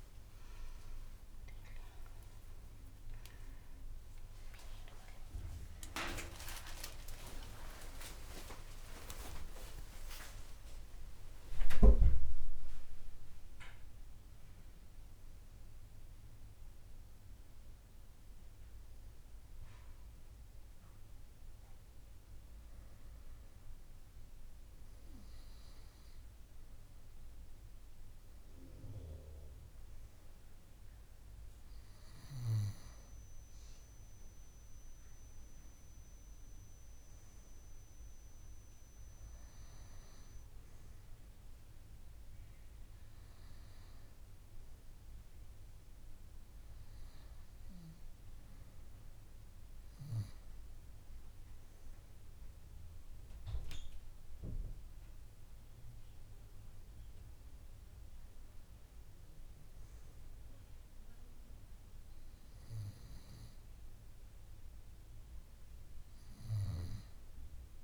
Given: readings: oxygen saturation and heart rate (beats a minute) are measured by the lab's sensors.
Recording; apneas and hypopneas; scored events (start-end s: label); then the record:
a person partly awake in a sleep study, by a room microphone; none
7.00-9.00 s: long interval between heartbeats (device-marked)
26.50-56.50 s: new sleep stage, N1 (lightest sleep)
56.50-67.84 s: new sleep stage, N2 (light sleep)
From the record:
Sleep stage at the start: awake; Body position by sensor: on the back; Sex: female